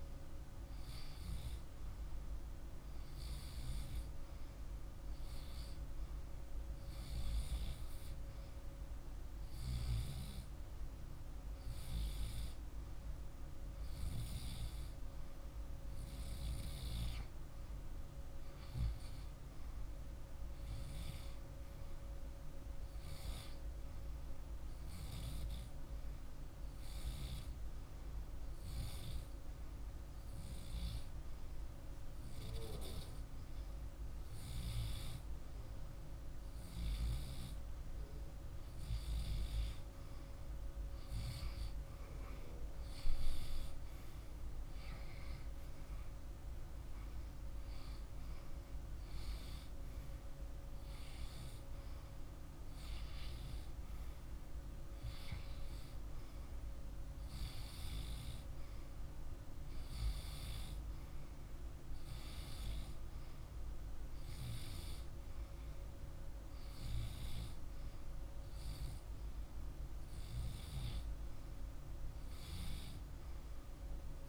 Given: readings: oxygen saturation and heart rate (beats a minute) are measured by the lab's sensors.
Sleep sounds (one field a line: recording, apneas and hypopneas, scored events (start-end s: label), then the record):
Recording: breathing in sleep, hard to hear, by a room microphone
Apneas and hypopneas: 1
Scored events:
24.00-35.00 s: hypopnea (oxygen 98% before, 95% lowest, heart rate 51 before, 51 extreme, up 1 after)
38.50-42.00 s: arousal
From the record:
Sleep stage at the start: REM sleep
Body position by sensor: on the left side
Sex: male